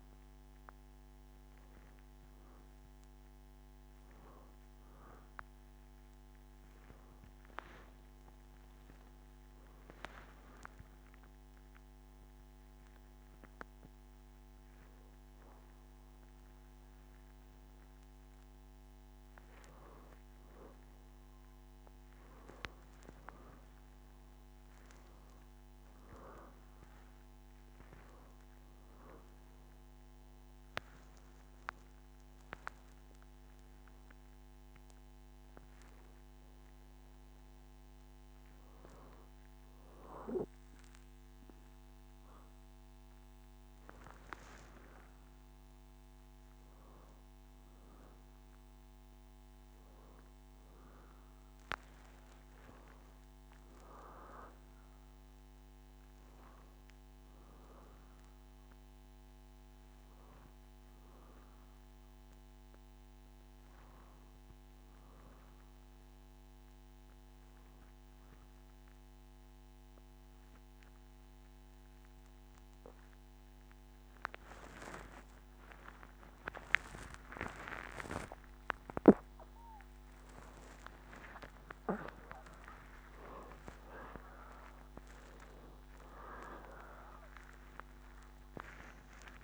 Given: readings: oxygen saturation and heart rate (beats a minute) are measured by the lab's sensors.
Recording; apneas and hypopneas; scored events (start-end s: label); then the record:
breathing in sleep by a microphone on the trachea; 2
10.50-12.50 s: long interval between heartbeats (device-marked, heart rate 78 before, 88 extreme)
10.50-20.50 s: hypopnea (oxygen 94% before, 91% lowest, heart rate 78 before, 73 extreme, up 9 after)
13.00-15.00 s: long interval between heartbeats (device-marked, heart rate 79 before, 107 extreme)
17.00-19.00 s: long interval between heartbeats (device-marked, heart rate 88 before, 120 extreme)
19.00-21.00 s: long interval between heartbeats (device-marked, heart rate 93 before, 102 extreme)
21.00-23.00 s: long interval between heartbeats (device-marked, heart rate 96 before, 111 extreme)
22.50-26.50 s: arousal
29.50-39.50 s: oxygen desaturation (device-marked, oxygen 94% before, 91% lowest, heart rate 102 before, 73 extreme)
31.50-41.50 s: hypopnea (oxygen 94% before, 89% lowest, heart rate 102 before, 73 extreme, up 1 after)
32.50-34.50 s: long interval between heartbeats (device-marked, heart rate 101 before, 88 extreme)
42.00-46.50 s: arousal
71.50-89.43 s: new sleep stage, awake
74.50-76.50 s: long interval between heartbeats (device-marked, heart rate 74 before, 81 extreme)
76.50-78.50 s: long interval between heartbeats (device-marked, heart rate 74 before, 107 extreme)
81.00-83.00 s: long interval between heartbeats (device-marked, heart rate 85 before, 159 extreme)
84.50-86.50 s: long interval between heartbeats (device-marked, heart rate 102 before, 158 extreme)
86.50-88.50 s: long interval between heartbeats (device-marked, heart rate 111 before, 169 extreme)
From the record:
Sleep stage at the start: N2 (light sleep); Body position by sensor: on the back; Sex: female